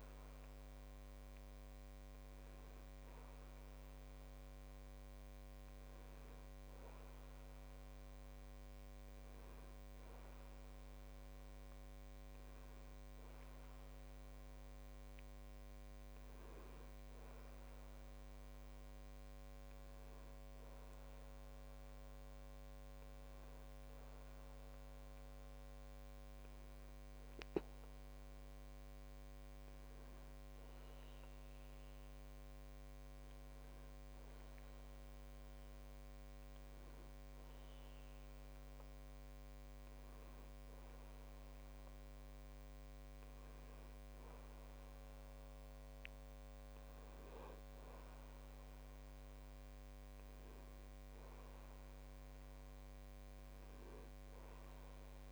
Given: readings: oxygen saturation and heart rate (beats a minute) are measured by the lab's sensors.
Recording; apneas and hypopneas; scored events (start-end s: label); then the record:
breathing in sleep, hard to hear, by a microphone on the trachea; none
none scored
From the record:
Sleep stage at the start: N2 (light sleep); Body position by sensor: on the back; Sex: male